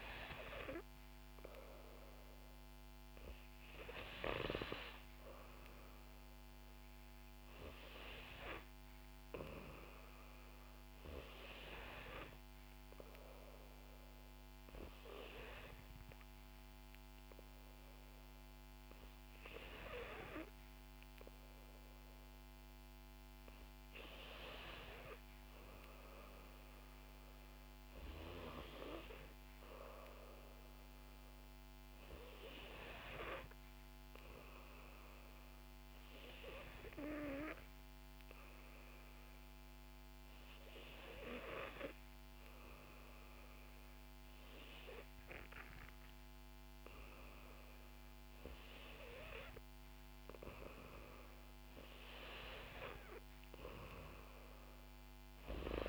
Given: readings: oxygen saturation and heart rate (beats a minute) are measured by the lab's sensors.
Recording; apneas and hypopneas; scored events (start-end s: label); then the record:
breathing in sleep by a microphone on the trachea; 2
6.00-10.00 s: arousal
13.00-24.00 s: obstructive apnea (oxygen 91% before, 89% lowest, heart rate 66 before, 61 extreme, up 3 after)
26.50-30.00 s: arousal
33.00-47.00 s: hypopnea (oxygen 92% before, 89% lowest, heart rate 64 before, 61 extreme, up 5 after)
37.50-39.50 s: long interval between heartbeats (device-marked, heart rate 63 before, 63 extreme)
48.50-52.50 s: arousal
From the record:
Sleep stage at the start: N2 (light sleep); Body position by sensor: on the back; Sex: female